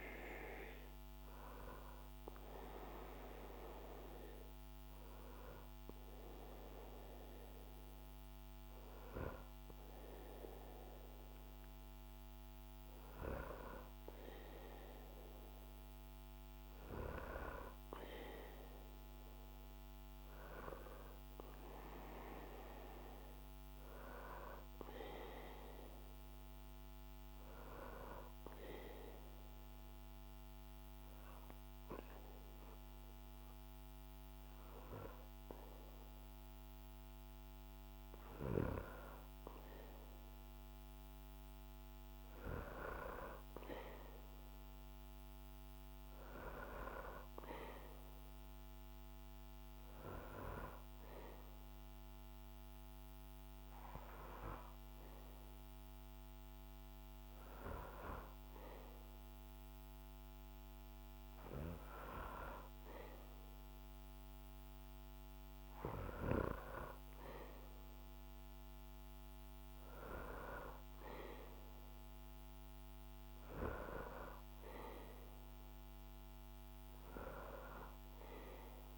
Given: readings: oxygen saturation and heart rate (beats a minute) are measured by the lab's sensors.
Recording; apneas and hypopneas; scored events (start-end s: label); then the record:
a person awake in a sleep study, by a microphone on the trachea; 1
21.50-51.50 s: new sleep stage, N2 (light sleep)
28.50-40.00 s: hypopnea (heart rate 74 before, 74 extreme, up 1 after)
51.50-78.98 s: new sleep stage, awake
From the record:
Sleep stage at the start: awake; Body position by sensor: on the back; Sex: male